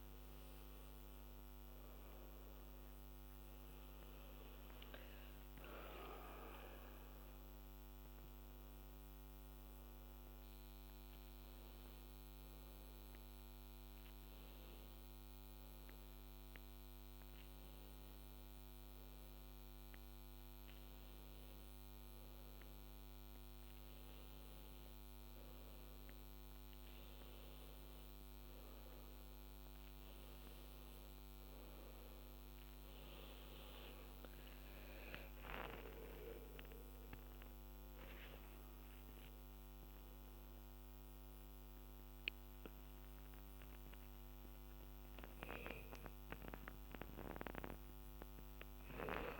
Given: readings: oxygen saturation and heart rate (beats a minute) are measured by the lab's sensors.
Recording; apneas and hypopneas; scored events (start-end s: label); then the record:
breathing in sleep by a microphone on the trachea; none
14.50-49.40 s: new sleep stage, N1 (lightest sleep)
45.00-49.40 s: arousal
From the record:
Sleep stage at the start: N2 (light sleep); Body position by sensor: on the back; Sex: female